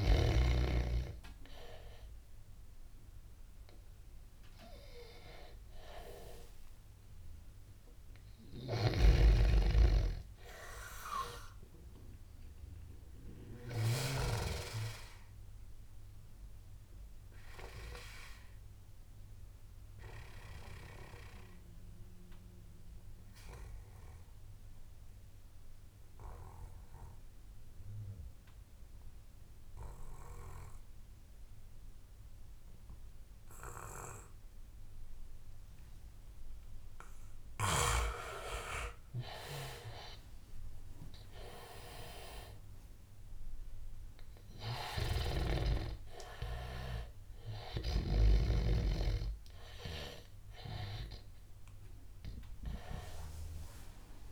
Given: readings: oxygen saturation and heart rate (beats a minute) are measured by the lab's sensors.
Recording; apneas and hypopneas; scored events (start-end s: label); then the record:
breathing in sleep by a room microphone; 1
0.00-12.00 s: oxygen desaturation (device-marked, oxygen 85% lowest, heart rate 83 extreme)
6.00-10.00 s: arousal
8.50-14.00 s: snoring (device-marked)
14.00-37.50 s: obstructive apnea (oxygen 99% before, 90% lowest, heart rate 93 before, 83 extreme, up 9 after)
37.00-54.31 s: oxygen desaturation (device-marked, oxygen 98% before, 90% lowest, heart rate 88 before, 81 extreme)
39.00-42.50 s: arousal
From the record:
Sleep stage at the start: N2 (light sleep); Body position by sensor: on the back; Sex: male